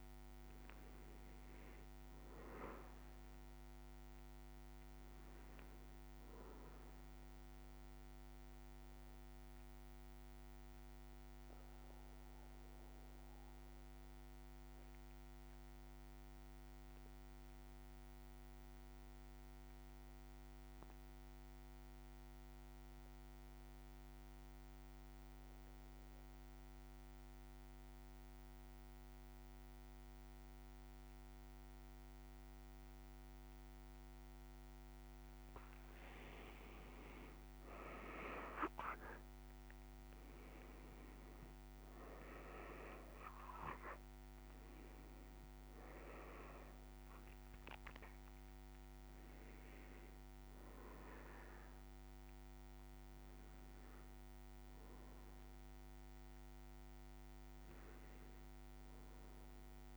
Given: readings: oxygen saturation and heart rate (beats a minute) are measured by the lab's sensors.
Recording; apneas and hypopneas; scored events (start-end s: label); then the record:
breathing in sleep by a microphone on the trachea; 1
2.00-26.00 s: oxygen desaturation (device-marked, oxygen 99% before, 95% lowest, heart rate 56 before, 53 extreme)
7.00-34.50 s: mixed apnea (oxygen 99% before, 91% lowest, heart rate 57 before, 53 extreme, up 6 after)
38.00-42.50 s: arousal
38.00-59.97 s: oxygen desaturation (device-marked, oxygen 99% before, 91% lowest, heart rate 55 before, 54 extreme)
54.00-59.97 s: new sleep stage, REM sleep
From the record:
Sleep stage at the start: N2 (light sleep); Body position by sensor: on the back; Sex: male